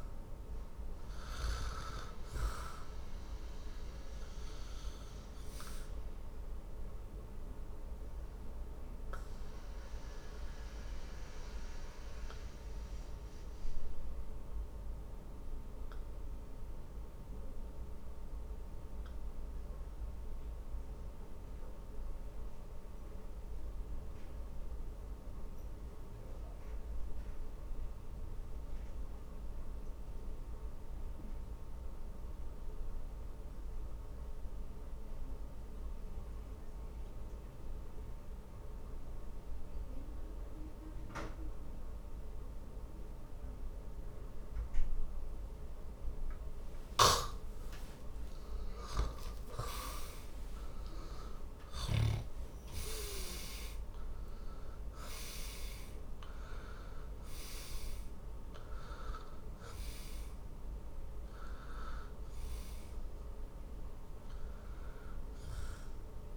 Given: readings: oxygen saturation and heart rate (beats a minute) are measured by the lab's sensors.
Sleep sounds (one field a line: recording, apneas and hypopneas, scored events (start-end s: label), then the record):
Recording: breathing in sleep by a room microphone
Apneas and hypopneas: 1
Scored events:
5.50-49.00 s: obstructive apnea (oxygen 99% before, 81% lowest, heart rate 61 before, 45 extreme, up 26 after)
21.50-36.50 s: oxygen desaturation (device-marked, oxygen 96% before, 83% lowest, heart rate 51 before, 49 extreme)
46.50-52.00 s: snoring (device-marked)
50.50-54.50 s: arousal
57.50-66.36 s: oxygen desaturation (device-marked, oxygen 97% before, 81% lowest, heart rate 57 before, 46 extreme)
From the record:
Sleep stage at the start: N2 (light sleep)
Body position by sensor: on the back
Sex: male